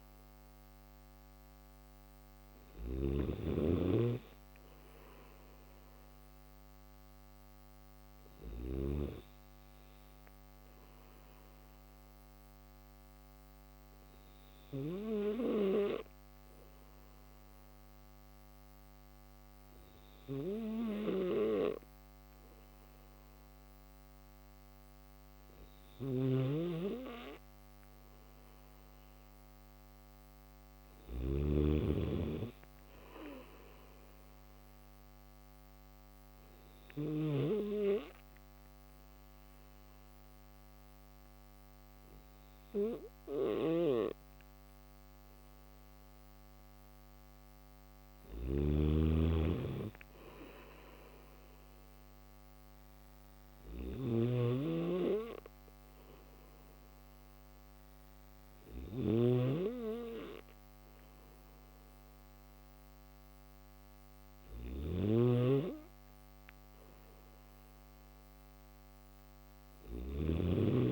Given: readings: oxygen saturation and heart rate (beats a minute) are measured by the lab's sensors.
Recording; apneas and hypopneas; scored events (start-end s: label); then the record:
breathing in sleep by a microphone on the trachea; 2
2.50-8.50 s: snoring (device-marked)
10.50-26.00 s: obstructive apnea (oxygen 93% before, 90% lowest, heart rate 78 before, 75 extreme, up 2 after)
25.50-37.00 s: snoring (device-marked)
30.50-48.50 s: oxygen desaturation (device-marked, oxygen 94% before, 91% lowest, heart rate 77 before, 75 extreme)
36.50-47.50 s: obstructive apnea (oxygen 94% before, 90% lowest, heart rate 77 before, 75 extreme, up 3 after)
48.00-70.92 s: snoring (device-marked)
56.50-65.50 s: oxygen desaturation (device-marked, oxygen 94% before, 90% lowest, heart rate 77 before, 75 extreme)
63.50-70.92 s: new sleep stage, N2 (light sleep)
From the record:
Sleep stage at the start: N1 (lightest sleep); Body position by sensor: on the back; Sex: male